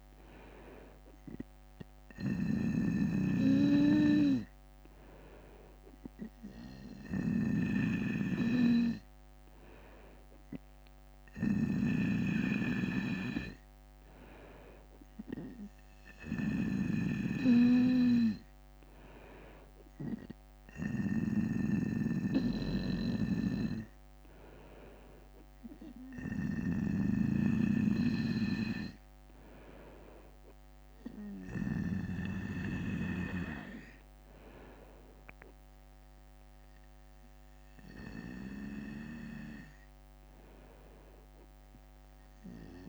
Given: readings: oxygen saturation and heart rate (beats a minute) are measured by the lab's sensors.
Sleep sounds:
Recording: breathing in sleep by a microphone on the trachea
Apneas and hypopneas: none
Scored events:
0.00-26.00 s: snoring (device-marked)
10.00-12.00 s: bradycardia (device-marked, heart rate 57 before, 60 extreme)
13.00-25.00 s: bradycardia (device-marked, heart rate 57 before, 57 extreme)
32.00-42.89 s: bradycardia (device-marked, heart rate 57 before, 53 extreme)
From the record:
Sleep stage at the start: N2 (light sleep)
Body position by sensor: on the right side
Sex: male

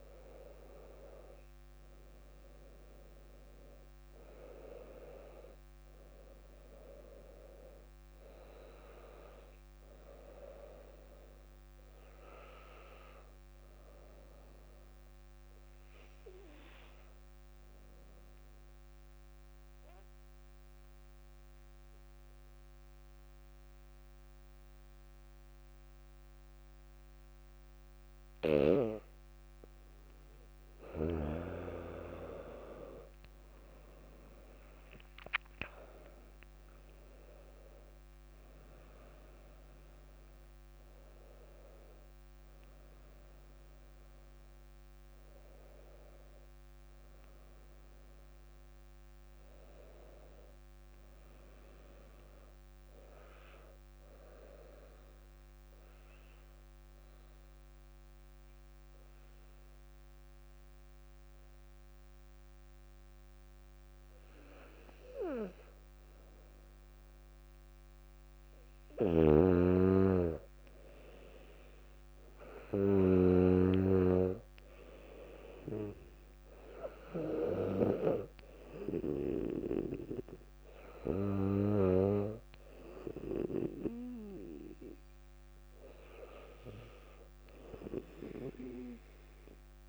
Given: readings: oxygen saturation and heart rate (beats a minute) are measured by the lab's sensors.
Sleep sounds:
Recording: breathing in sleep by a microphone on the trachea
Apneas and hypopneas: 2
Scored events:
0.00-1.50 s: arousal
2.00-19.00 s: oxygen desaturation (device-marked, oxygen 99% before, 95% lowest, heart rate 59 before, 55 extreme)
15.50-30.00 s: obstructive apnea (oxygen 99% before, 93% lowest, heart rate 59 before, 56 extreme, up 8 after)
34.50-38.50 s: arousal
38.00-58.00 s: oxygen desaturation (device-marked, oxygen 99% before, 93% lowest, heart rate 58 before, 58 extreme)
55.50-67.00 s: mixed apnea (oxygen 99% before, 95% lowest, heart rate 62 before, 58 extreme, up 1 after)
69.00-73.50 s: snoring (device-marked)
70.00-74.00 s: arousal
78.00-89.89 s: oxygen desaturation (device-marked, oxygen 99% before, 95% lowest, heart rate 59 before, 58 extreme)
From the record:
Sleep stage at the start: N2 (light sleep)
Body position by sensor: on the back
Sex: female

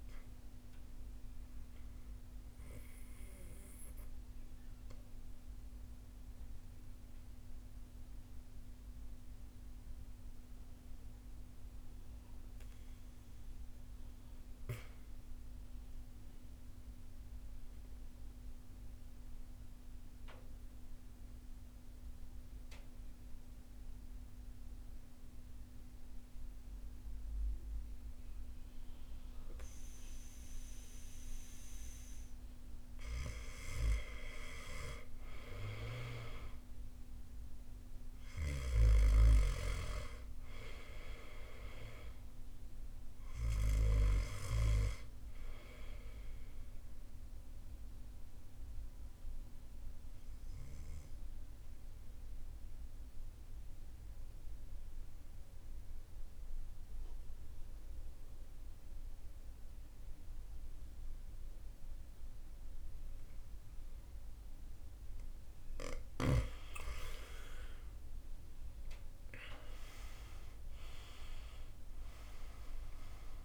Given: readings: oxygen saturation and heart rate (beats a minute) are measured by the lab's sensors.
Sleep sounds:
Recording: breathing in sleep by a room microphone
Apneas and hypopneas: 2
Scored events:
0.00-17.00 s: oxygen desaturation (device-marked, oxygen 87% lowest, heart rate 50 extreme)
1.50-31.00 s: obstructive apnea (oxygen 100% before, 86% lowest, heart rate 59 before, 50 extreme, up 4 after)
35.00-38.50 s: arousal
38.00-58.00 s: oxygen desaturation (device-marked, oxygen 97% before, 90% lowest, heart rate 53 before, 50 extreme)
46.00-65.50 s: obstructive apnea (oxygen 98% before, 85% lowest, heart rate 54 before, 49 extreme, up 18 after)
67.00-70.50 s: arousal
70.00-73.45 s: oxygen desaturation (device-marked, oxygen 98% before, 86% lowest, heart rate 55 before, 49 extreme)
From the record:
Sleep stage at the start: N2 (light sleep)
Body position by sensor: on the right side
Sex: male

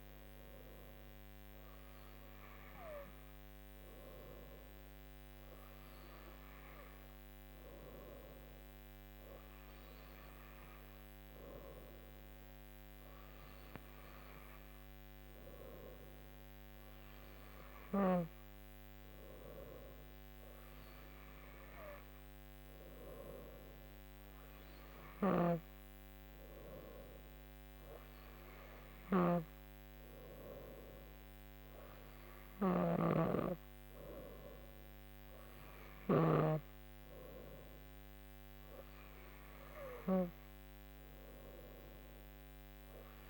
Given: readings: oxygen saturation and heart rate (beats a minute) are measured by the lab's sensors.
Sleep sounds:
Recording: breathing in sleep by a microphone on the trachea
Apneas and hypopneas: none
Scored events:
none scored
From the record:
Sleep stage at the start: N2 (light sleep)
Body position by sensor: on the right side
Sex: female

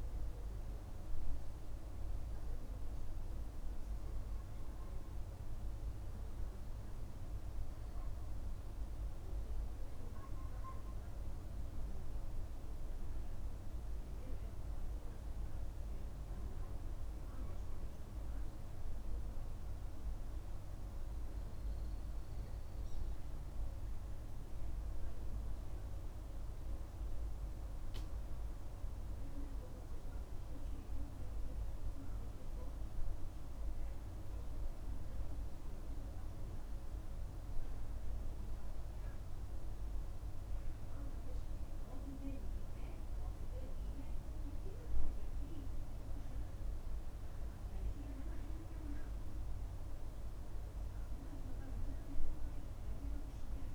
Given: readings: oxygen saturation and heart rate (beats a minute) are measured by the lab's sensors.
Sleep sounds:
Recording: breathing in sleep, hard to hear, by a room microphone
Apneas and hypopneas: none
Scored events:
none scored
From the record:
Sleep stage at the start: N2 (light sleep)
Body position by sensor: on the back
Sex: male

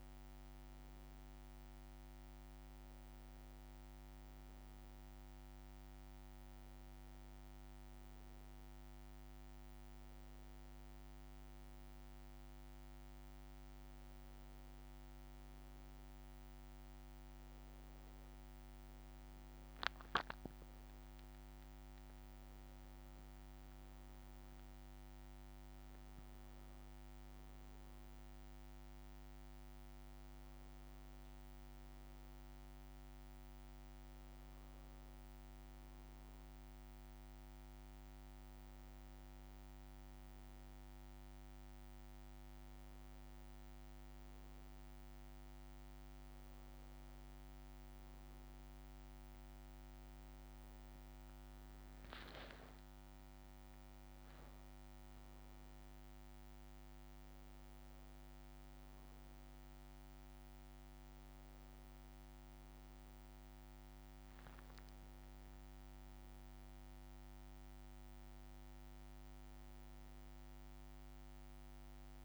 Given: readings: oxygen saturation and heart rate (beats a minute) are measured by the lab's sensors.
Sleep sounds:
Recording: a person awake in a sleep study, hard to hear, by a microphone on the trachea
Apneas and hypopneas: none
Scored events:
none scored
From the record:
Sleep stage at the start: awake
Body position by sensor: on the back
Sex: male

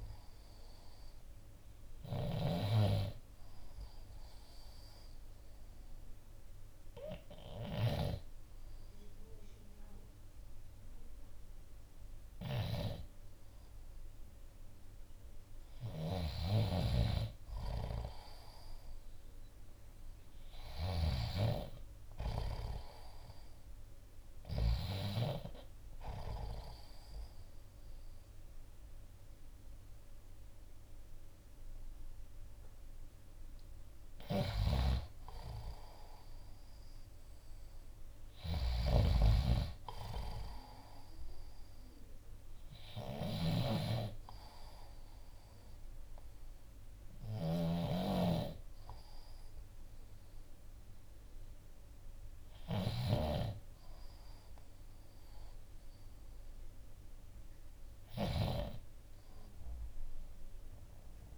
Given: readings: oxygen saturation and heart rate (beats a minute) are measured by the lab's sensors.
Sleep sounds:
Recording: breathing in sleep by a room microphone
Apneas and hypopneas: 1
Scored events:
0.00-21.00 s: snoring (device-marked)
1.50-15.00 s: hypopnea (oxygen 95% before, 89% lowest, heart rate 60 before, 59 extreme, up 5 after)
16.50-20.50 s: arousal
34.00-50.00 s: oxygen desaturation (device-marked, oxygen 93% before, 89% lowest, heart rate 62 before, 59 extreme)
34.00-53.00 s: snoring (device-marked)
From the record:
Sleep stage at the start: N2 (light sleep)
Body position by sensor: on the left side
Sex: male

